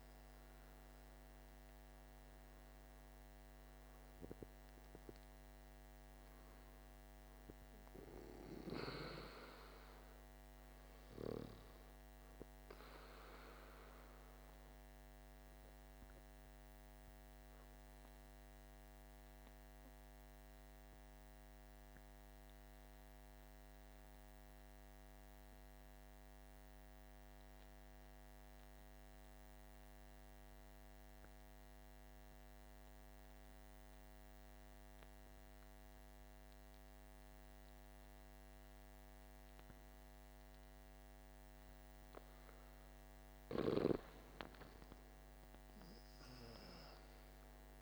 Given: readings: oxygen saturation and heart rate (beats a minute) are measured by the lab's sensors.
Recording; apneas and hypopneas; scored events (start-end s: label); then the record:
breathing in sleep by a microphone on the trachea; 1
0.00-23.00 s: oxygen desaturation (device-marked, oxygen 91% lowest, heart rate 50 extreme)
16.50-42.00 s: obstructive apnea (oxygen 98% before, 91% lowest, heart rate 55 before, 48 extreme, up 9 after)
42.00-47.82 s: oxygen desaturation (device-marked, oxygen 98% before, 91% lowest, heart rate 51 before, 48 extreme)
43.00-47.82 s: arousal
From the record:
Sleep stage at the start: N2 (light sleep); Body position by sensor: on the back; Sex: male